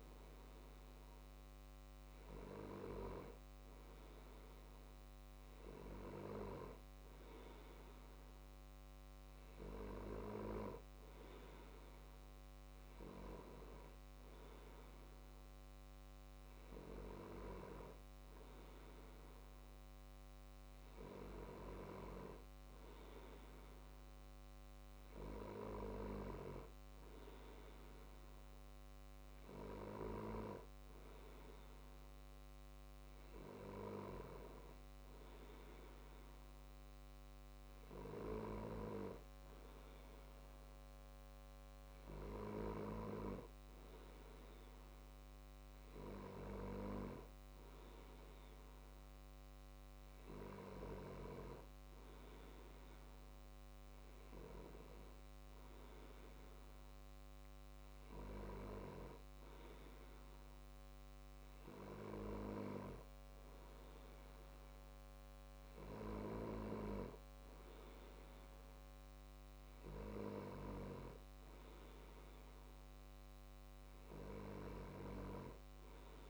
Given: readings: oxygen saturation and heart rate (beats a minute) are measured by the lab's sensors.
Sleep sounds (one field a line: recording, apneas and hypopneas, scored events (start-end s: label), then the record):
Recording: breathing in sleep by a microphone on the trachea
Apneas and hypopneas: none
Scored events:
none scored
From the record:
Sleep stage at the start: N2 (light sleep)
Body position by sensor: on the left side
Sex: male